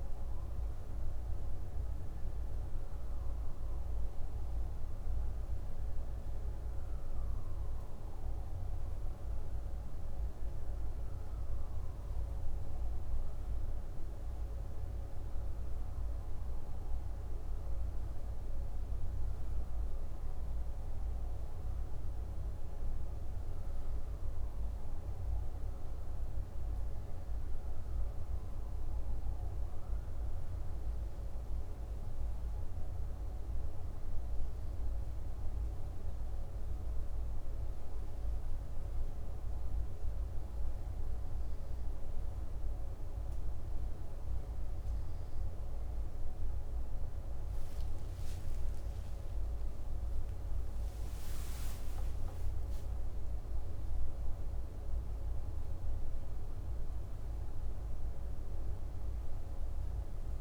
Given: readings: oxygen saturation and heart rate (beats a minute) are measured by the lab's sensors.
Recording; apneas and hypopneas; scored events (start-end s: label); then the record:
breathing in sleep, hard to hear, by a room microphone; 1
11.00-45.00 s: hypopnea (oxygen 97% before, 94% lowest, heart rate 56 before, 56 extreme, up 11 after)
48.00-52.50 s: arousal
57.50-60.41 s: oxygen desaturation (device-marked, oxygen 97% before, 94% lowest, heart rate 61 before, 55 extreme)
From the record:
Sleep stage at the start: N2 (light sleep); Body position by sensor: on the back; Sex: male